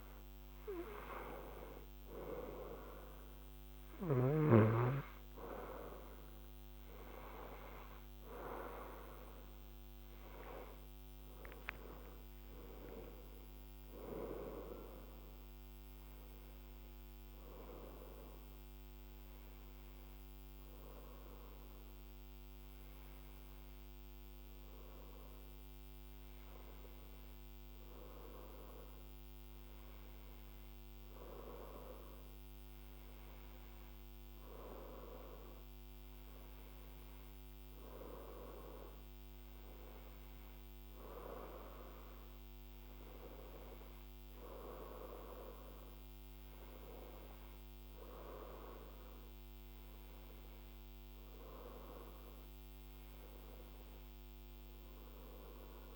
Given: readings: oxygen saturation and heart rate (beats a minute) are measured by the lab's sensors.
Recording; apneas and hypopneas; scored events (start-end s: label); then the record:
breathing in sleep by a microphone on the trachea; none
34.00-55.96 s: new sleep stage, N1 (lightest sleep)
From the record:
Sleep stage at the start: N2 (light sleep); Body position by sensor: on the right side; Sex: female